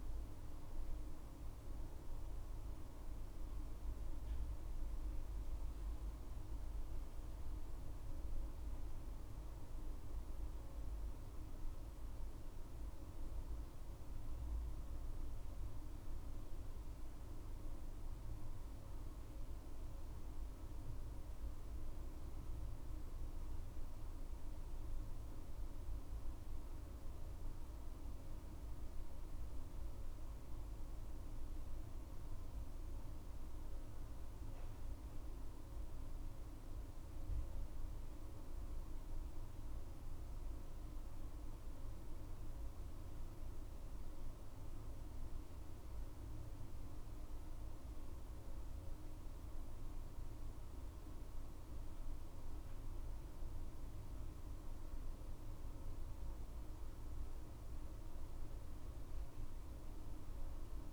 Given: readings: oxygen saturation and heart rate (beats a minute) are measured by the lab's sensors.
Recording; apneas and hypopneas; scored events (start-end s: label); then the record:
breathing in sleep, hard to hear, by a room microphone; none
none scored
From the record:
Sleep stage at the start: N2 (light sleep); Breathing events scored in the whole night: 100 in 5.5 hours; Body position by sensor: on the back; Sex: female